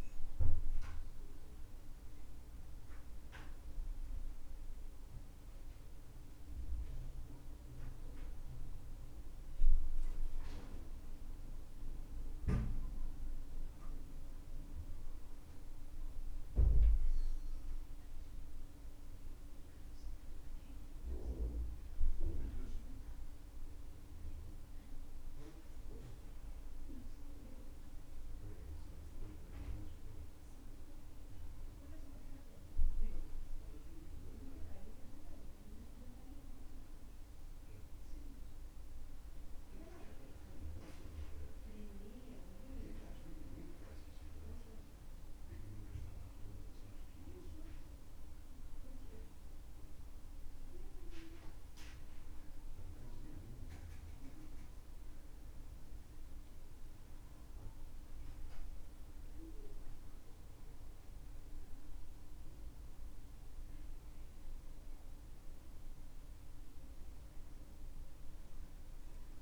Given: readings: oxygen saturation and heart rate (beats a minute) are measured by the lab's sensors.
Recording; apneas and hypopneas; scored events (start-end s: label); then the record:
breathing in sleep by a room microphone; none
55.50-69.42 s: new sleep stage, N1 (lightest sleep)
From the record:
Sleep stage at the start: N2 (light sleep); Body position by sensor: on the right side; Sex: male